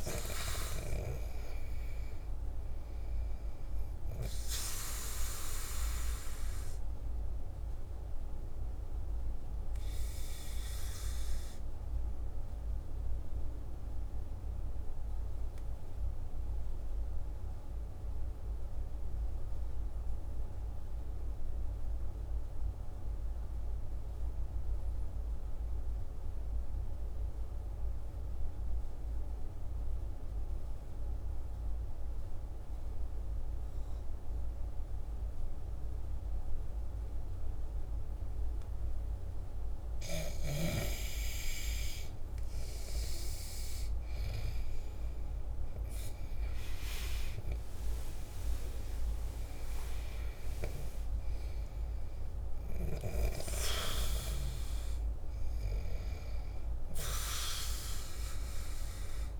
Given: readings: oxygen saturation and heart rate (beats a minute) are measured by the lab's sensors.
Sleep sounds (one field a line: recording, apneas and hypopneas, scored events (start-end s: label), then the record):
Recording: breathing in sleep by a room microphone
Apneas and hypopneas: 1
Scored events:
5.50-38.50 s: obstructive apnea (oxygen 97% before, 90% lowest, heart rate 56 before, 47 extreme, up 7 after)
33.50-59.40 s: oxygen desaturation (device-marked, oxygen 99% before, 90% lowest, heart rate 49 before, 49 extreme)
43.50-48.00 s: arousal
From the record:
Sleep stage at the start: N2 (light sleep)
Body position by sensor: on the back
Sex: male